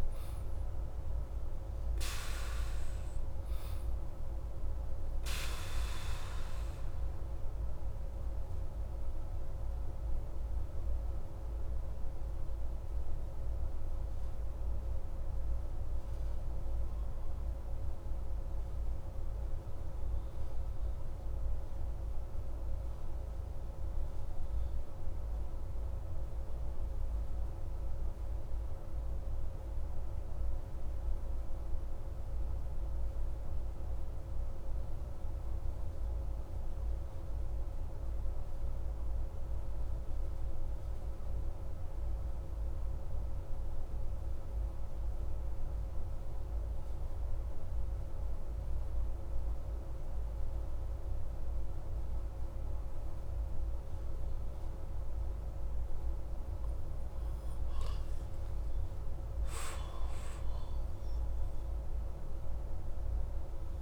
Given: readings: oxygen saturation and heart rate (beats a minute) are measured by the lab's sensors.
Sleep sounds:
breathing in sleep, hard to hear, by a room microphone; 1
0.00-33.50 s: oxygen desaturation (device-marked, oxygen 88% lowest)
5.50-57.00 s: obstructive apnea (oxygen 97% before, 88% lowest)
52.50-63.82 s: oxygen desaturation (device-marked, oxygen 98% before, 93% lowest)
59.00-63.82 s: arousal
From the record:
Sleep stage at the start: N2 (light sleep); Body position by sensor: on the back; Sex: male

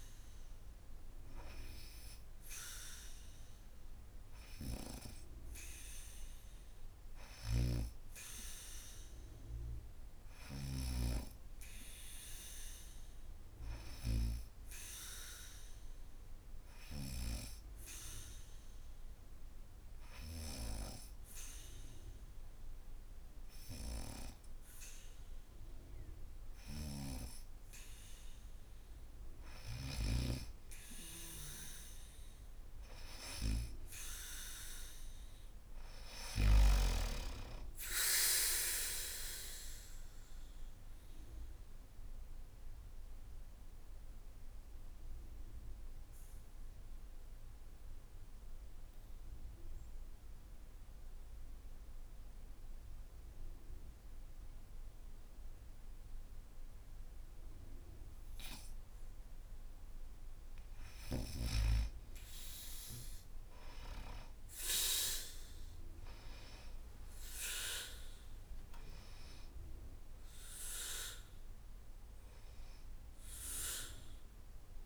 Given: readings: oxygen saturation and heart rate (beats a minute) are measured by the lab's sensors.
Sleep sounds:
breathing in sleep by a room microphone; 2
6.50-10.50 s: snoring (device-marked)
15.50-28.50 s: hypopnea (oxygen 97% before, 86% lowest, heart rate 79 before, 76 extreme, up 3 after)
26.00-29.50 s: snoring (device-marked)
30.50-34.50 s: arousal
38.00-49.00 s: oxygen desaturation (device-marked, oxygen 95% before, 91% lowest, heart rate 78 before, 74 extreme)
39.00-58.50 s: obstructive apnea (oxygen 96% before, 86% lowest, heart rate 78 before, 74 extreme, up 4 after)
61.50-65.00 s: arousal
67.00-74.86 s: oxygen desaturation (device-marked, oxygen 98% before, 86% lowest, heart rate 75 before, 74 extreme)
From the record:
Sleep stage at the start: N2 (light sleep); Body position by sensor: on the back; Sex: female

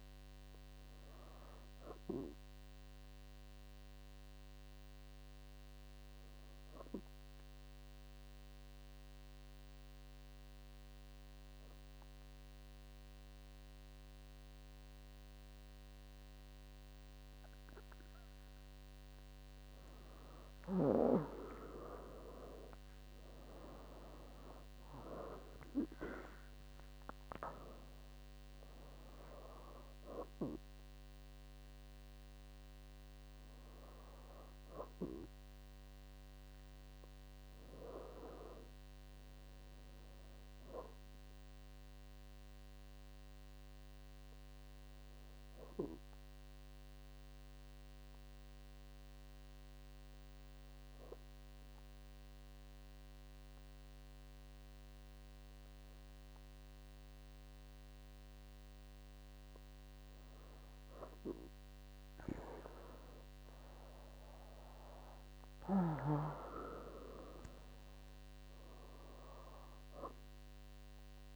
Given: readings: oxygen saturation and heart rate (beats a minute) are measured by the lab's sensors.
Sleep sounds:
breathing in sleep by a microphone on the trachea; 2
6.50-20.00 s: obstructive apnea (oxygen 98% before, 97% lowest, heart rate 66 before, 61 extreme, up 39 after)
22.50-26.50 s: arousal
47.00-60.00 s: obstructive apnea (oxygen 98% before, 97% lowest, heart rate 67 before, 57 extreme, up 7 after)
62.00-66.00 s: arousal
From the record:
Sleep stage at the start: N2 (light sleep); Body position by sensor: on the back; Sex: female

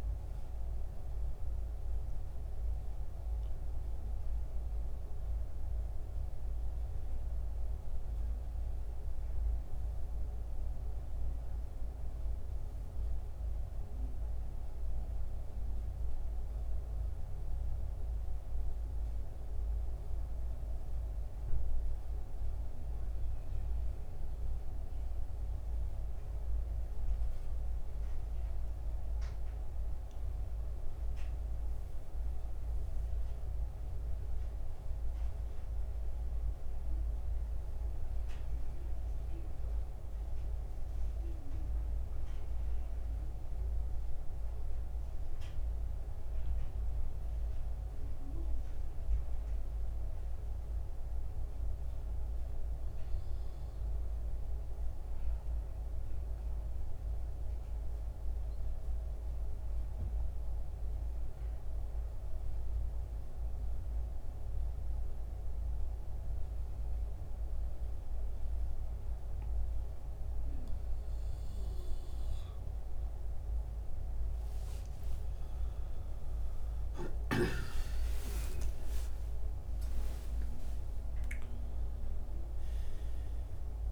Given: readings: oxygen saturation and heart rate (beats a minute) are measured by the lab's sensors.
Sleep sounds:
breathing in sleep, hard to hear, by a room microphone; 1
35.50-72.00 s: hypopnea (oxygen 93% before, 87% lowest, heart rate 71 before, 65 extreme, up 35 after)
43.00-58.00 s: oxygen desaturation (device-marked, oxygen 92% before, 89% lowest, heart rate 70 before, 65 extreme)
74.50-79.50 s: arousal
From the record:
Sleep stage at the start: N2 (light sleep); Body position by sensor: on the back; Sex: male

